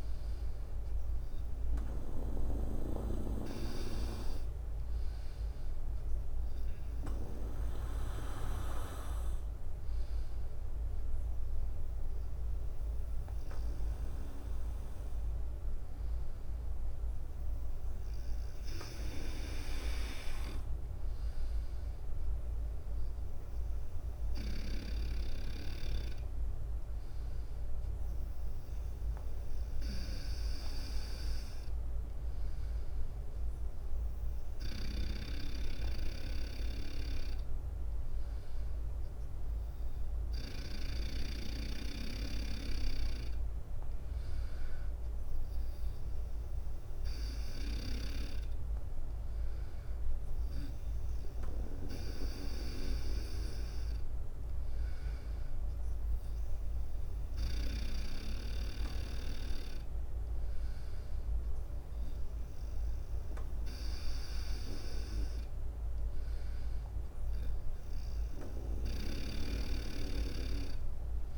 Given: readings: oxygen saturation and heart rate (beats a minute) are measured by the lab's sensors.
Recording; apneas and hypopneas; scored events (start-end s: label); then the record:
breathing in sleep by a room microphone; none
0.00-1.50 s: snoring (device-marked)
7.50-60.50 s: bradycardia (device-marked, heart rate 57 before, 53 extreme)
64.50-71.38 s: bradycardia (device-marked, heart rate 57 before, 58 extreme)
68.00-71.38 s: snoring (device-marked)
From the record:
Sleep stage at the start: N2 (light sleep); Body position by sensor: on the right side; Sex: male